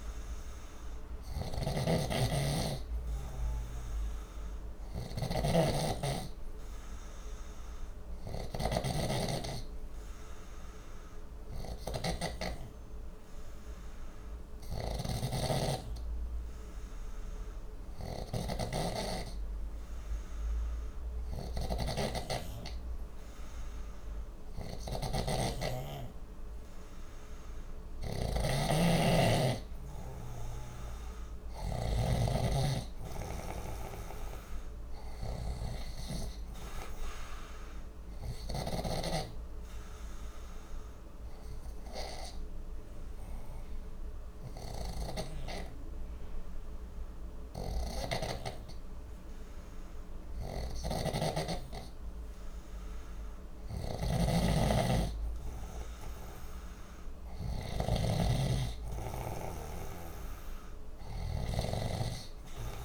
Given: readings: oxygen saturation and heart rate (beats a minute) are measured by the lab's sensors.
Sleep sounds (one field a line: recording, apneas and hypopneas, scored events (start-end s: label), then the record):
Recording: breathing in sleep by a room microphone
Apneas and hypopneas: 1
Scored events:
0.00-32.00 s: snoring (device-marked)
41.50-53.00 s: obstructive apnea (oxygen 94% before, 92% lowest, heart rate 61 before, 60 extreme, up 0 after)
50.50-62.85 s: snoring (device-marked)
From the record:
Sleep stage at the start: N2 (light sleep)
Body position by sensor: on the left side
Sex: male